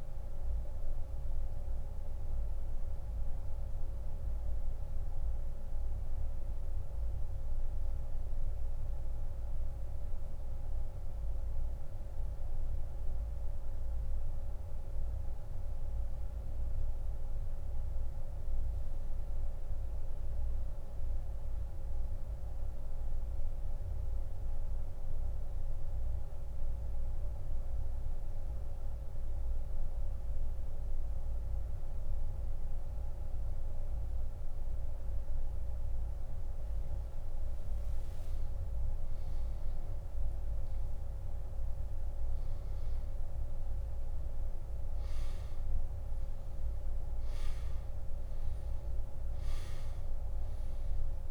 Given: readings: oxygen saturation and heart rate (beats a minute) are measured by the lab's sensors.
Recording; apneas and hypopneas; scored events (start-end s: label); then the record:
breathing in sleep, hard to hear, by a room microphone; 1
0.00-23.50 s: oxygen desaturation (device-marked, oxygen 86% lowest, heart rate 40 extreme)
2.50-36.00 s: central apnea (oxygen 95% before, 84% lowest)
38.00-42.50 s: arousal
46.50-51.31 s: oxygen desaturation (device-marked, oxygen 97% before, 84% lowest)
From the record:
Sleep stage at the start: N2 (light sleep); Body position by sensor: on the back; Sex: male